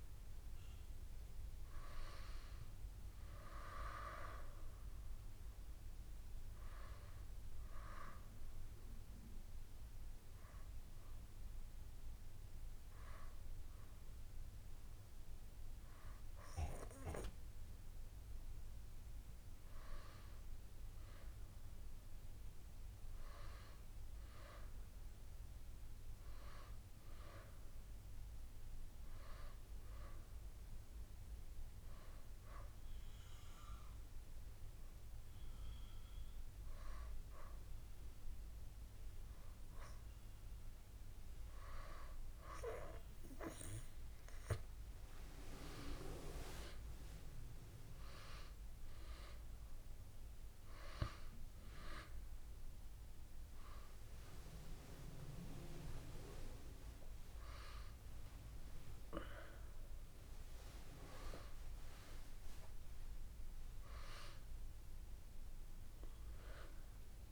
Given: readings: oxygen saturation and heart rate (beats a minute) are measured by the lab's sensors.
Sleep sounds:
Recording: breathing in sleep by a room microphone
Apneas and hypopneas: 2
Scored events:
8.50-19.00 s: hypopnea (oxygen 96% before, 91% lowest, heart rate 71 before, 70 extreme, up 3 after)
20.00-24.00 s: arousal
32.00-42.50 s: hypopnea (oxygen 96% before, 91% lowest, heart rate 71 before, 71 extreme, up 7 after)
44.50-48.50 s: arousal
From the record:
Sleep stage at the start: N2 (light sleep)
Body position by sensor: on the back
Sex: female

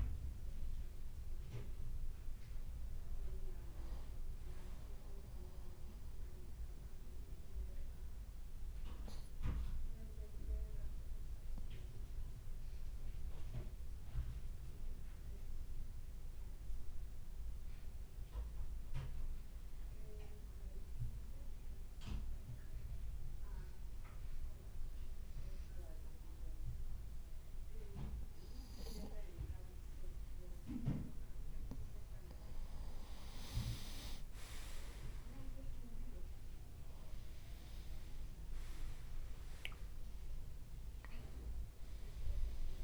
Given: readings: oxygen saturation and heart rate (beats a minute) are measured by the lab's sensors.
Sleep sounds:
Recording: breathing in sleep by a room microphone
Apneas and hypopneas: 1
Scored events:
0.00-4.00 s: arousal
7.00-30.00 s: obstructive apnea (oxygen 98% before, 93% lowest, heart rate 53 before, 52 extreme, up 4 after)
33.00-38.50 s: arousal
33.50-35.00 s: leg movement (device-marked)
From the record:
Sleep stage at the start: N2 (light sleep)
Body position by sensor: on the right side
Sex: male

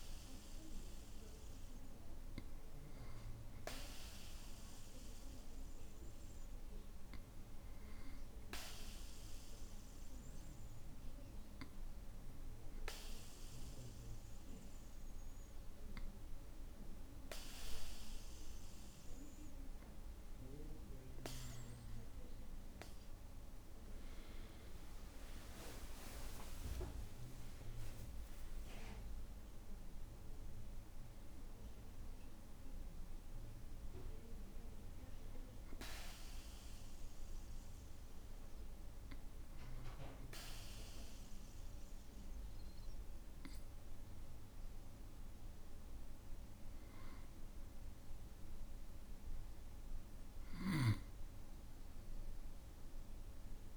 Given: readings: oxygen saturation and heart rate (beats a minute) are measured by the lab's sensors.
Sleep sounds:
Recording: breathing in sleep by a room microphone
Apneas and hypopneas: 2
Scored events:
6.00-20.00 s: hypopnea (oxygen 98% before, 96% lowest, heart rate 57 before, 56 extreme, up 5 after)
24.50-28.50 s: arousal
35.50-46.50 s: hypopnea (oxygen 97% before, 96% lowest, heart rate 60 before, 55 extreme, up 0 after)
From the record:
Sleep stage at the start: N2 (light sleep)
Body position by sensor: on the back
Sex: male

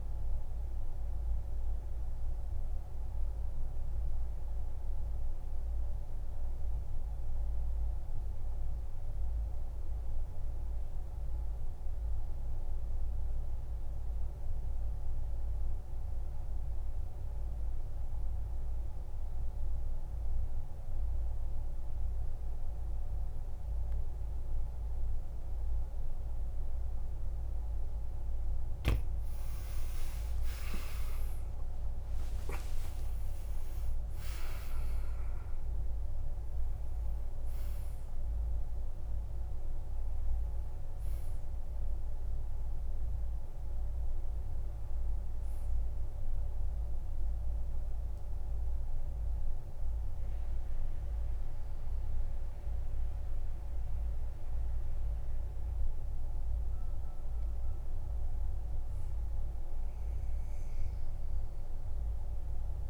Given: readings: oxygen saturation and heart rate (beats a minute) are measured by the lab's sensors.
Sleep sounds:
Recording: breathing in sleep, hard to hear, by a room microphone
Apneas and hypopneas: 2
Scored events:
0.00-16.00 s: oxygen desaturation (device-marked, oxygen 93% lowest, heart rate 51 extreme)
0.50-29.00 s: mixed apnea (oxygen 98% before, 87% lowest, heart rate 58 before, 51 extreme, up 42 after)
28.00-60.00 s: oxygen desaturation (device-marked, oxygen 99% before, 87% lowest, heart rate 57 before, 51 extreme)
30.00-34.50 s: arousal
32.50-34.50 s: long interval between heartbeats (device-marked, heart rate 59 before, 89 extreme)
33.00-36.00 s: tachycardia (device-marked, heart rate 63 before, 100 extreme)
47.00-58.00 s: central apnea (oxygen 99% before, 87% lowest, heart rate 76 before, 51 extreme, up 6 after)
61.00-62.90 s: arousal
From the record:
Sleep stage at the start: N2 (light sleep)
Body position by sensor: on the back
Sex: male

